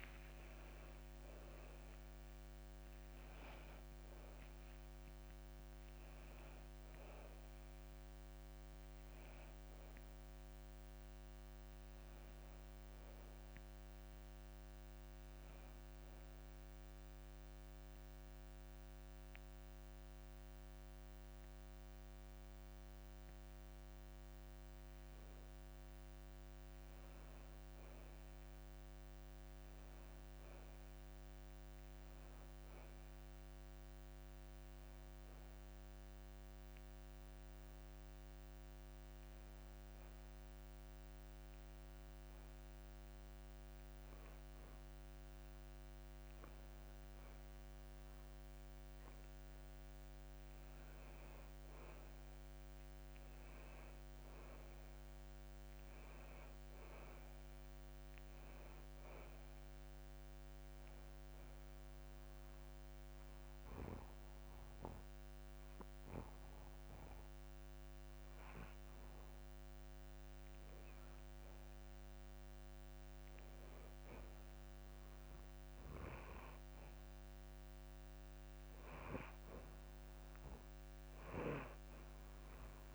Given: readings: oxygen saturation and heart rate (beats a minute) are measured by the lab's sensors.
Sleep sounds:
breathing in sleep, hard to hear, by a microphone on the trachea; 3
0.00-35.00 s: oxygen desaturation (device-marked, oxygen 89% lowest, heart rate 58 extreme)
0.50-2.50 s: long interval between heartbeats (device-marked, heart rate 61 before, 78 extreme)
16.00-26.00 s: central apnea (oxygen 93% before, 89% lowest, heart rate 67 before, 58 extreme, up 4 after)
27.50-31.00 s: arousal
38.00-50.00 s: hypopnea (oxygen 97% before, 90% lowest, heart rate 60 before, 57 extreme, up 1 after)
53.00-56.50 s: arousal
60.00-82.00 s: oxygen desaturation (device-marked, oxygen 94% before, 90% lowest, heart rate 61 before, 57 extreme)
61.50-72.00 s: hypopnea (oxygen 97% before, 89% lowest, heart rate 61 before, 57 extreme, up 1 after)
74.00-77.50 s: arousal
From the record:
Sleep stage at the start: N2 (light sleep); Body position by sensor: on the back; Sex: male

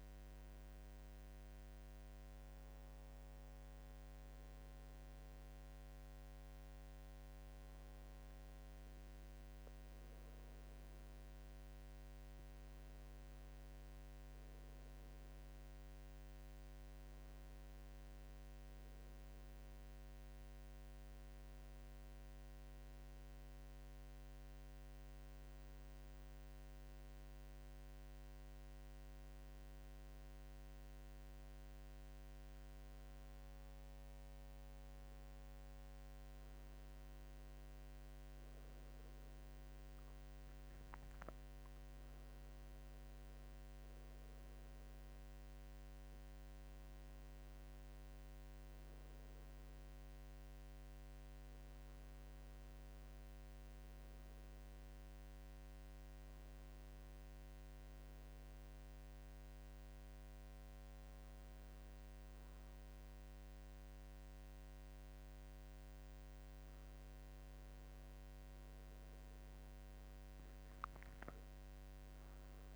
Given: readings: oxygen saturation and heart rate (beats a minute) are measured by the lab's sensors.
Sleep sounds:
breathing in sleep, hard to hear, by a microphone on the trachea; none
none scored
From the record:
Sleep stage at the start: N1 (lightest sleep); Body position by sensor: on the right side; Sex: male

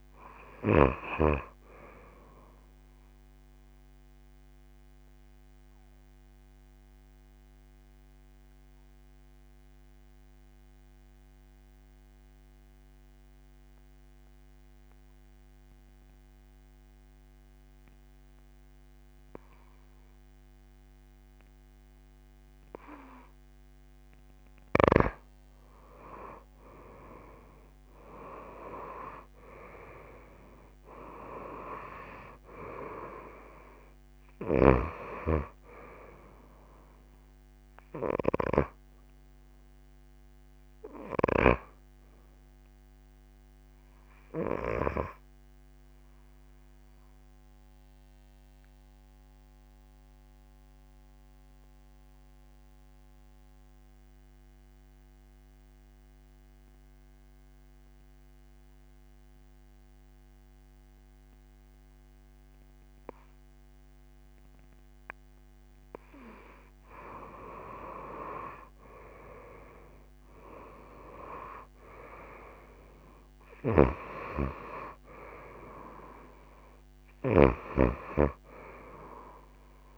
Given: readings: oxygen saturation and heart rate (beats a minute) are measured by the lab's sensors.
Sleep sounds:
breathing in sleep by a microphone on the trachea; 2
0.00-17.50 s: oxygen desaturation (device-marked, oxygen 89% lowest)
4.00-23.50 s: obstructive apnea (oxygen 97% before, 89% lowest)
29.00-34.00 s: arousal
45.50-65.00 s: obstructive apnea (oxygen 97% before, 88% lowest)
47.50-57.50 s: oxygen desaturation (device-marked, oxygen 93% before, 89% lowest)
69.00-73.00 s: arousal
69.50-79.98 s: oxygen desaturation (device-marked, oxygen 97% before, 88% lowest)
73.50-77.50 s: snoring (device-marked)
From the record:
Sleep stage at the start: N2 (light sleep); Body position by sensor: on the back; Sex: female

